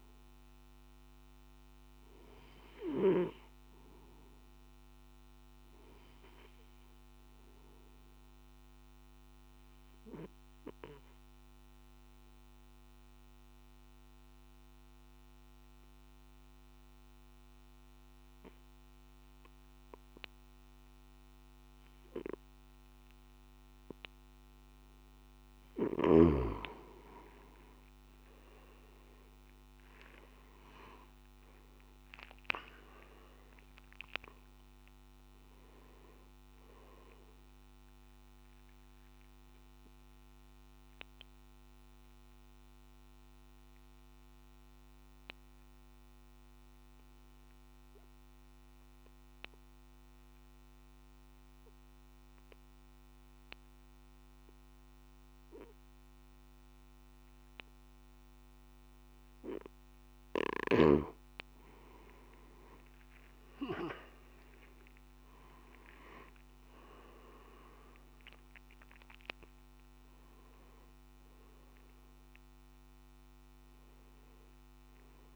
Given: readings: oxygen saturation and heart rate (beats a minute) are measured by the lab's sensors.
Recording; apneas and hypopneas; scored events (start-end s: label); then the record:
breathing in sleep by a microphone on the trachea; 2
0.00-17.00 s: oxygen desaturation (device-marked, oxygen 92% lowest, heart rate 52 extreme)
8.00-25.50 s: obstructive apnea (oxygen 97% before, 89% lowest, heart rate 55 before, 51 extreme, up 13 after)
30.00-57.00 s: oxygen desaturation (device-marked, oxygen 97% before, 89% lowest, heart rate 54 before, 51 extreme)
39.00-59.00 s: obstructive apnea (oxygen 97% before, 89% lowest, heart rate 59 before, 51 extreme, up 10 after)
65.00-75.36 s: oxygen desaturation (device-marked, oxygen 98% before, 90% lowest, heart rate 53 before, 51 extreme)
From the record:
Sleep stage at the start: N3 (deep sleep); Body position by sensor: on the back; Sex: male